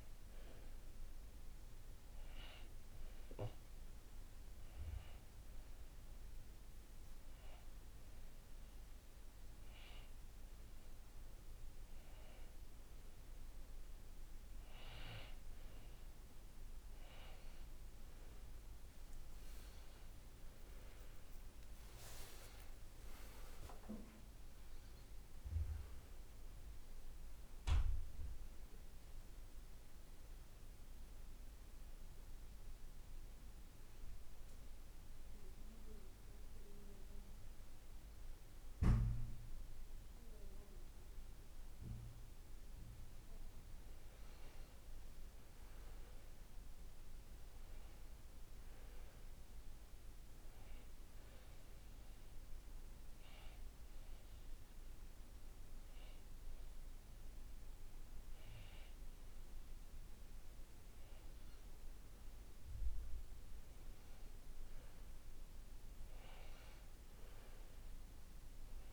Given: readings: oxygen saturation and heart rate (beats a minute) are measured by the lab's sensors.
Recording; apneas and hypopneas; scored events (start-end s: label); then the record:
breathing in sleep by a room microphone; 3
2.50-15.00 s: hypopnea (oxygen 94% before, 91% lowest, heart rate 62 before, 54 extreme, up 14 after)
19.50-24.50 s: arousal
30.50-40.50 s: obstructive apnea (oxygen 95% before, 91% lowest, heart rate 62 before, 52 extreme, up 5 after)
42.00-46.50 s: arousal
47.50-60.50 s: oxygen desaturation (device-marked, oxygen 96% before, 91% lowest, heart rate 56 before, 52 extreme)
51.00-62.00 s: obstructive apnea (oxygen 96% before, 91% lowest, heart rate 55 before, 53 extreme, up 9 after)
64.50-68.00 s: arousal
From the record:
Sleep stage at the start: N2 (light sleep); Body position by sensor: on the back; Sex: male